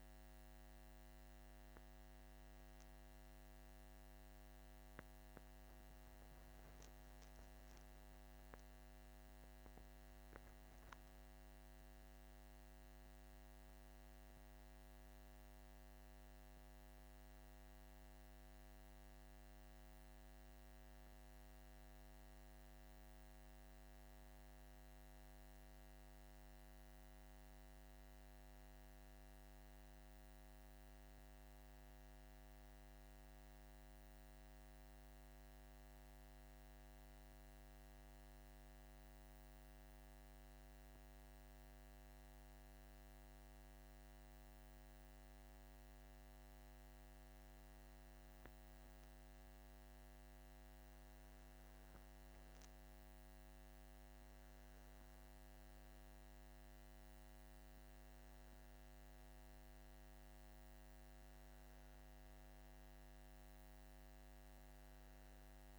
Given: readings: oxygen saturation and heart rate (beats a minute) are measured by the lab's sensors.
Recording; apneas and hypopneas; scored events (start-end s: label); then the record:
breathing in sleep, hard to hear, by a microphone on the trachea; 1
23.50-28.50 s: arousal
32.50-45.00 s: hypopnea (oxygen 98% before, 95% lowest, heart rate 55 before, 49 extreme, up 3 after)
47.00-50.50 s: arousal
From the record:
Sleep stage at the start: N2 (light sleep); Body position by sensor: on the back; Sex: male